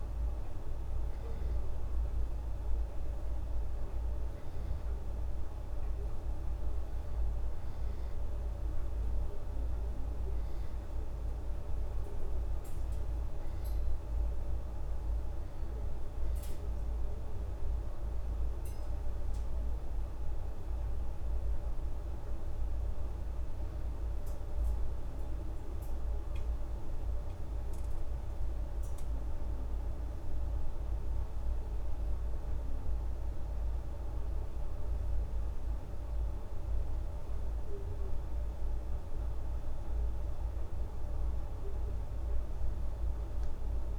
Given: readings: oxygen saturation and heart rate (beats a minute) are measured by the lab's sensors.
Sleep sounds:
breathing in sleep, hard to hear, by a room microphone; none
none scored
From the record:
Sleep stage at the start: N2 (light sleep); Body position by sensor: on the back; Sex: female

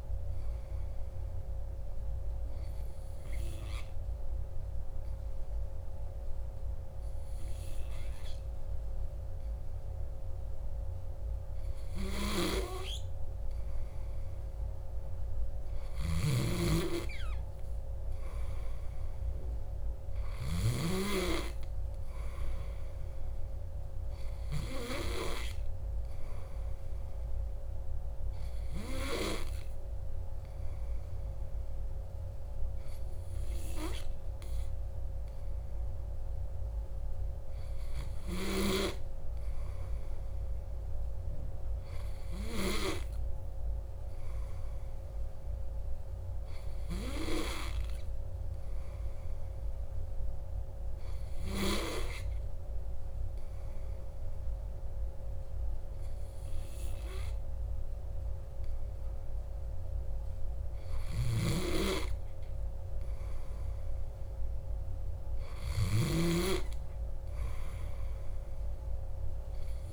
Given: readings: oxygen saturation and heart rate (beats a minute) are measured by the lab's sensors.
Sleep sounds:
breathing in sleep by a room microphone; 2
1.00-11.50 s: obstructive apnea (oxygen 96% before, 94% lowest, heart rate 61 before, 59 extreme, up 1 after)
14.00-17.50 s: arousal
49.50-61.50 s: hypopnea (oxygen 96% before, 94% lowest, heart rate 59 before, 59 extreme, up 1 after)
62.00-65.50 s: arousal
From the record:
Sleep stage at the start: N2 (light sleep); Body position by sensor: on the back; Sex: male

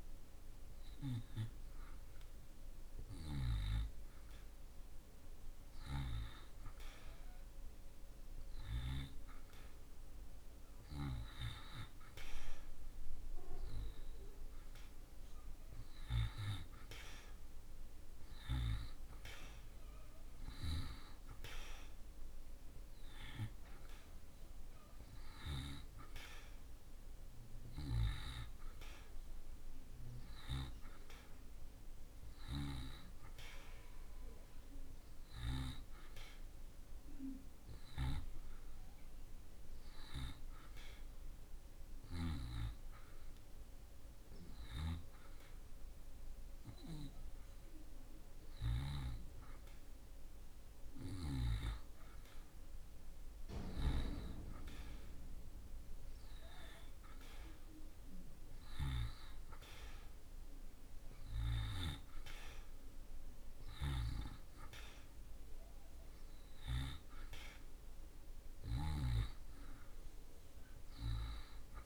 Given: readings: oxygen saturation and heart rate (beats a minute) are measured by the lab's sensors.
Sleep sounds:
breathing in sleep by a room microphone; 1
23.50-29.00 s: arousal
41.50-53.00 s: hypopnea (oxygen 90% before, 87% lowest)
54.00-59.50 s: arousal
64.00-71.86 s: oxygen desaturation (device-marked, oxygen 91% before, 87% lowest)
From the record:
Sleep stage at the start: N1 (lightest sleep); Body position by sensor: on the back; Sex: male

